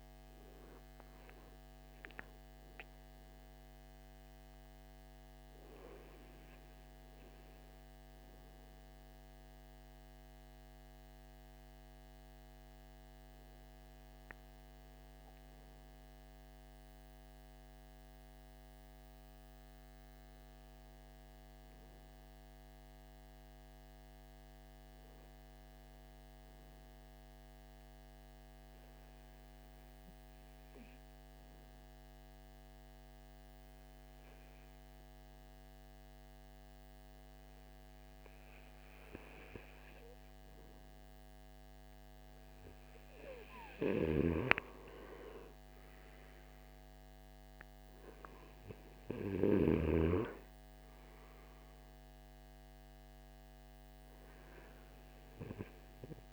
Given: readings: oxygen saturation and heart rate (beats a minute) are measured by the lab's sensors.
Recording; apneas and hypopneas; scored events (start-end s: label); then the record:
breathing in sleep by a microphone on the trachea; 1
0.00-24.50 s: oxygen desaturation (device-marked, oxygen 88% lowest)
9.00-40.50 s: obstructive apnea (oxygen 96% before, 89% lowest)
39.50-50.50 s: oxygen desaturation (device-marked, oxygen 98% before, 95% lowest)
44.00-47.50 s: arousal
From the record:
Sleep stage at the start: REM sleep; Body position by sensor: on the front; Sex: male